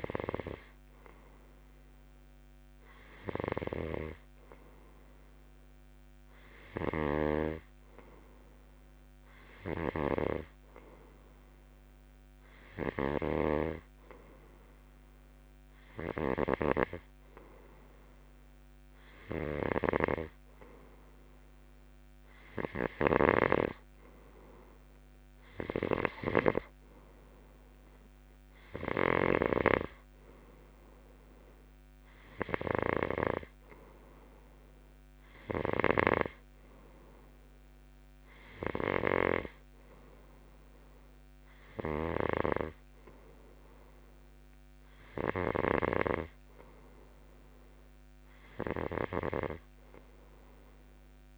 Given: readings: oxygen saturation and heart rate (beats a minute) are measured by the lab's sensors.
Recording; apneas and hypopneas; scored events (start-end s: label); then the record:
breathing in sleep by a microphone on the trachea; none
3.50-51.37 s: snoring (device-marked)
From the record:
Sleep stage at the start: N2 (light sleep); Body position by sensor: on the left side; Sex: male